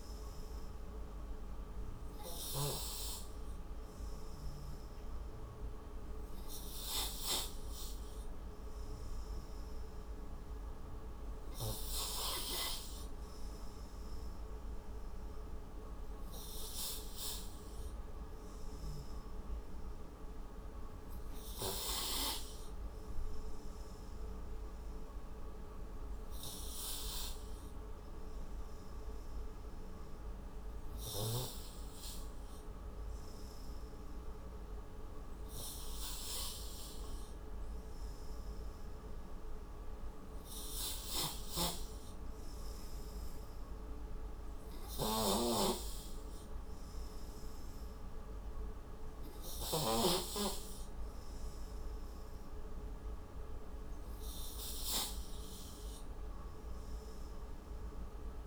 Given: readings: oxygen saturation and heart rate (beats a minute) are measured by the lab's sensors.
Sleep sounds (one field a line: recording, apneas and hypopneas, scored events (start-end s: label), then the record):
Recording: breathing in sleep by a room microphone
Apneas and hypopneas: 1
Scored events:
12.50-14.50 s: tachycardia (device-marked, heart rate 65 before, 97 extreme)
23.00-33.50 s: hypopnea (oxygen 94% before, 90% lowest, heart rate 73 before, 42 extreme, up 11 after)
36.00-38.50 s: arousal
44.50-58.47 s: oxygen desaturation (device-marked, oxygen 93% before, 90% lowest, heart rate 57 before, 48 extreme)
50.50-53.50 s: tachycardia (device-marked, heart rate 66 before, 100 extreme)
From the record:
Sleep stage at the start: N3 (deep sleep)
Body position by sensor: on the right side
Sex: male